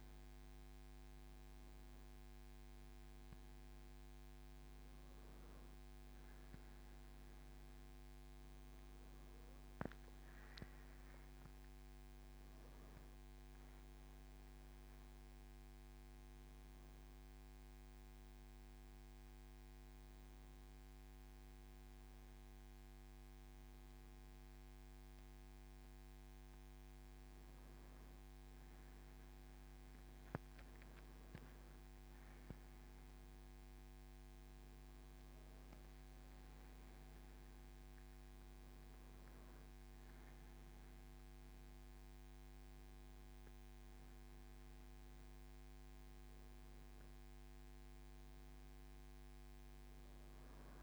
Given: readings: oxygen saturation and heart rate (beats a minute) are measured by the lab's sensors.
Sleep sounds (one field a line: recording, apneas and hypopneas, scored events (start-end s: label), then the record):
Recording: a person awake in a sleep study, hard to hear, by a microphone on the trachea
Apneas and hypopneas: none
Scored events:
none scored
From the record:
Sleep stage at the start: awake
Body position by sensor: on the back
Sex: male